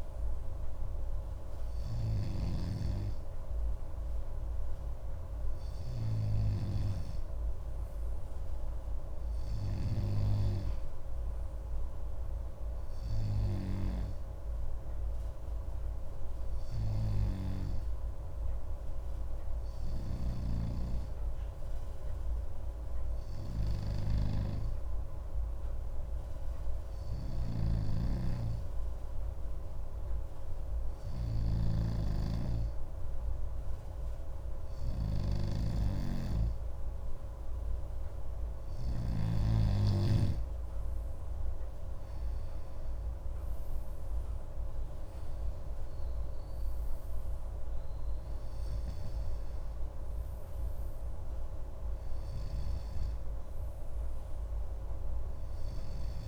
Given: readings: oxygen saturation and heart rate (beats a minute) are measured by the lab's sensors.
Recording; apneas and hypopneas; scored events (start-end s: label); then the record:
breathing in sleep by a room microphone; none
20.50-39.50 s: snoring (device-marked)
From the record:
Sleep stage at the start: N2 (light sleep); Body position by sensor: on the left side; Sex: male